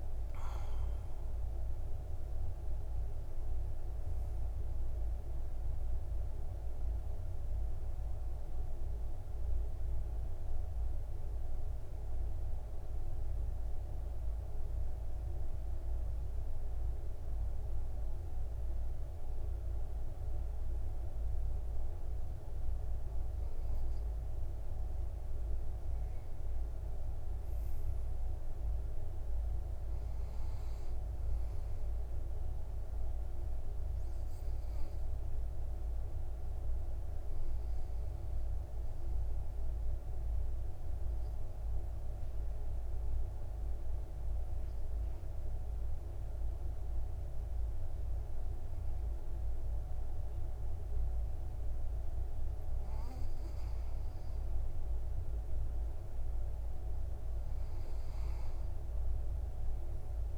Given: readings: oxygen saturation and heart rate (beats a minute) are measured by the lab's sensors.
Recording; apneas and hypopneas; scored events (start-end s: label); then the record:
breathing in sleep, hard to hear, by a room microphone; 2
0.00-3.00 s: arousal
4.50-18.50 s: oxygen desaturation (device-marked, oxygen 98% before, 94% lowest, heart rate 60 before, 50 extreme)
12.00-25.00 s: central apnea (oxygen 98% before, 91% lowest, heart rate 62 before, 50 extreme, up 8 after)
26.00-29.50 s: arousal
32.50-48.50 s: oxygen desaturation (device-marked, oxygen 98% before, 93% lowest, heart rate 58 before, 53 extreme)
41.50-53.50 s: obstructive apnea (oxygen 98% before, 91% lowest, heart rate 58 before, 53 extreme, up 9 after)
55.00-59.00 s: arousal
57.50-60.38 s: oxygen desaturation (device-marked, oxygen 98% before, 91% lowest, heart rate 58 before, 53 extreme)
From the record:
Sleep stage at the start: N2 (light sleep); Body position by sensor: on the back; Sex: male